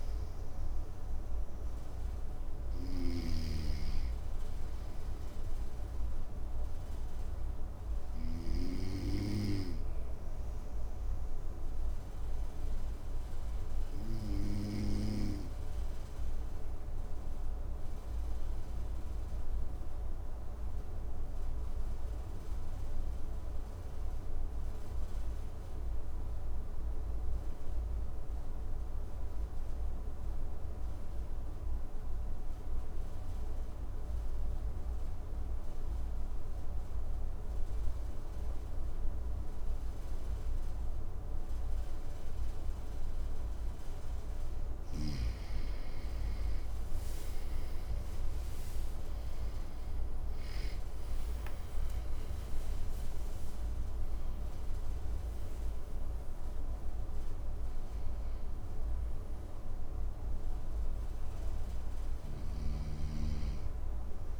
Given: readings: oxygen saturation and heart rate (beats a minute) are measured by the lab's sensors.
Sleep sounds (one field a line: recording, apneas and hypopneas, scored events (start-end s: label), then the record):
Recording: breathing in sleep by a room microphone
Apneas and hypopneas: 1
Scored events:
0.00-4.00 s: oxygen desaturation (device-marked, oxygen 93% lowest, heart rate 55 extreme)
2.00-8.00 s: snoring (device-marked)
6.50-43.50 s: obstructive apnea (oxygen 98% before, 92% lowest, heart rate 64 before, 54 extreme, up 11 after)
37.00-64.00 s: oxygen desaturation (device-marked, oxygen 99% before, 92% lowest, heart rate 55 before, 55 extreme)
44.00-50.00 s: snoring (device-marked)
46.50-51.00 s: arousal
61.50-64.40 s: snoring (device-marked)
From the record:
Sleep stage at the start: N2 (light sleep)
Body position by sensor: on the right side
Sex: male